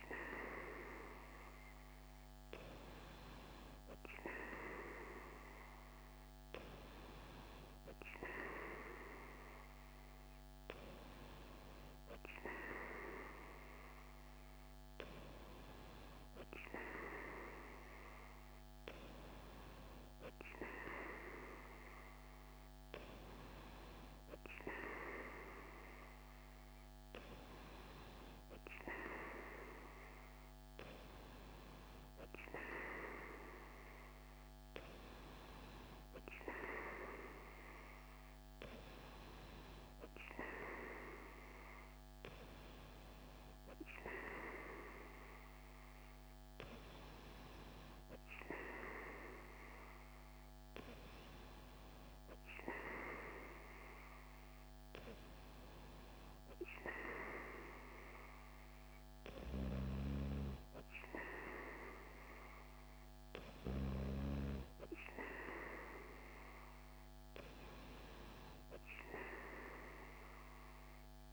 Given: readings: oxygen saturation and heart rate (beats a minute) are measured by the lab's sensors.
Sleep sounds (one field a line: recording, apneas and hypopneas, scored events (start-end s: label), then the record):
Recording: breathing in sleep by a microphone on the trachea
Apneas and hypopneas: none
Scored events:
none scored
From the record:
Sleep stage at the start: N3 (deep sleep)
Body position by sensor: on the right side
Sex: female